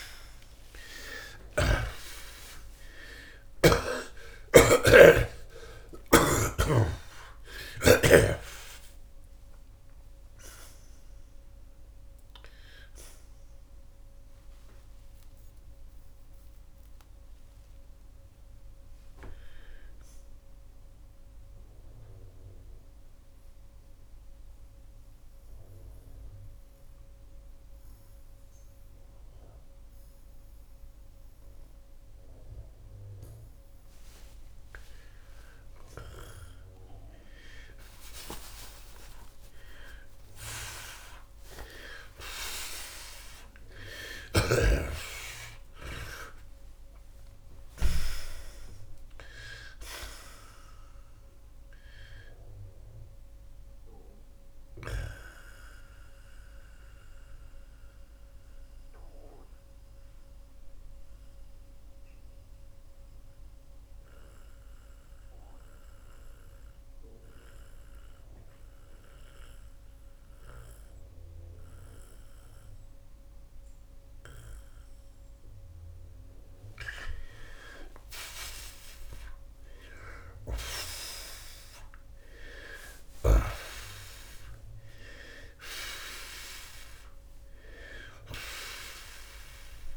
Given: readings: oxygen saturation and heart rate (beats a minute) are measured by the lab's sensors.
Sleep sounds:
breathing in sleep by a room microphone; 2
0.00-2.00 s: arousal
1.00-4.50 s: snoring (device-marked)
22.00-34.00 s: mixed apnea (oxygen 92% before, 84% lowest)
32.50-62.50 s: new sleep stage, N1 (lightest sleep)
35.50-43.50 s: oxygen desaturation (device-marked, oxygen 91% before, 84% lowest)
37.00-42.00 s: arousal
58.00-77.50 s: mixed apnea (oxygen 94% before, 85% lowest, heart rate 129 before, 25 extreme)
62.50-89.97 s: new sleep stage, N2 (light sleep)
69.50-81.50 s: oxygen desaturation (device-marked, oxygen 94% before, 89% lowest, heart rate 70 before, 68 extreme)
80.50-85.50 s: arousal
From the record:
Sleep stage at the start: N2 (light sleep); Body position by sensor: on the back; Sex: male

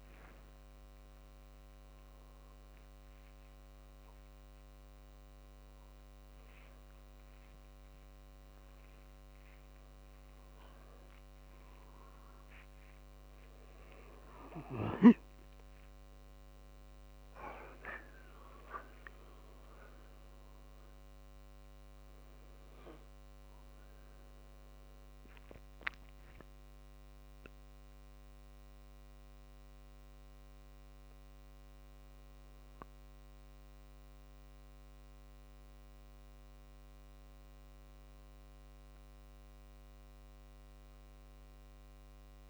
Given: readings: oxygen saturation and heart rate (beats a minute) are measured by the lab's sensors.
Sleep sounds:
a person awake in a sleep study, by a microphone on the trachea; none
5.00-30.00 s: drop in pulse transit time (device-marked, heart rate 51 before, 52 extreme)
27.00-42.50 s: new sleep stage, N1 (lightest sleep)
From the record:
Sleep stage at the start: awake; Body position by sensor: on the right side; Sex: male

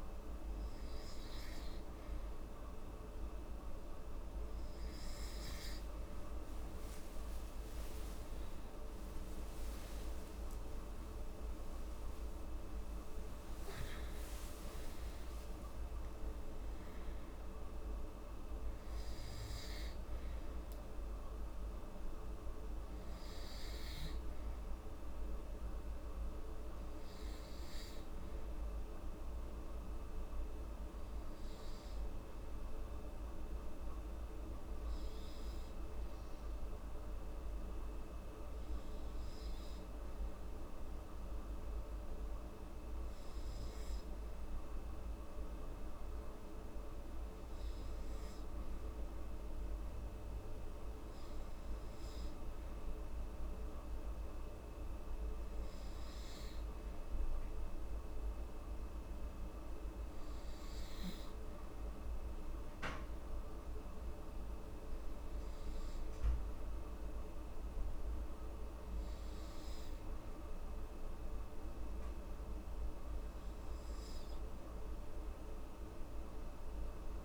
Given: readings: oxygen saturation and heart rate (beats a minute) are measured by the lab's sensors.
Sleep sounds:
breathing in sleep, hard to hear, by a room microphone; 1
0.00-4.00 s: oxygen desaturation (device-marked, oxygen 94% lowest, heart rate 73 extreme)
6.00-11.50 s: arousal
32.00-43.50 s: hypopnea (oxygen 96% before, 94% lowest, heart rate 81 before, 66 extreme, up 1 after)
44.50-48.50 s: arousal
From the record:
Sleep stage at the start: N2 (light sleep); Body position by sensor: on the back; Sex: female

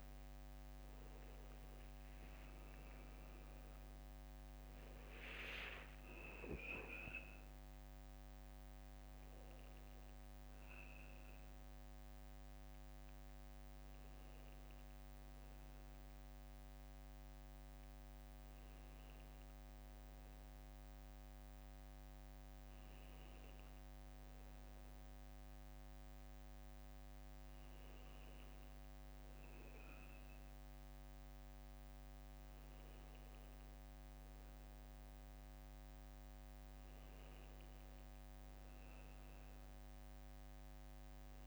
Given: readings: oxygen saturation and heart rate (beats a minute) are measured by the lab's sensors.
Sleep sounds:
a person awake in a sleep study, hard to hear, by a microphone on the trachea; none
none scored
From the record:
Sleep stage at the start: awake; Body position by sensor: on the right side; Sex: male

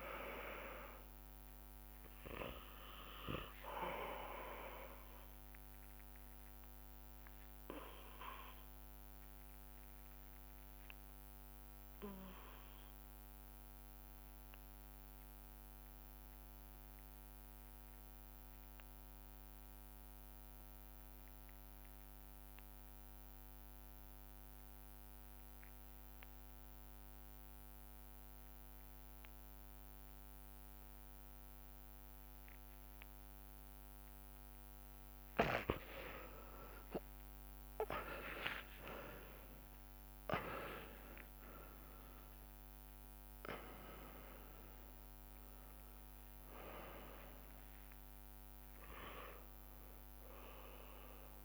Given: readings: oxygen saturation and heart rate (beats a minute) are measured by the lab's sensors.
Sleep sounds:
breathing in sleep by a microphone on the trachea; 1
2.00-15.00 s: oxygen desaturation (device-marked, oxygen 99% before, 91% lowest)
6.50-34.00 s: obstructive apnea (oxygen 100% before, 87% lowest)
30.00-51.45 s: oxygen desaturation (device-marked, oxygen 99% before, 87% lowest)
37.00-41.50 s: arousal
From the record:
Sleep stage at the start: REM sleep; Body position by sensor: on the back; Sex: male

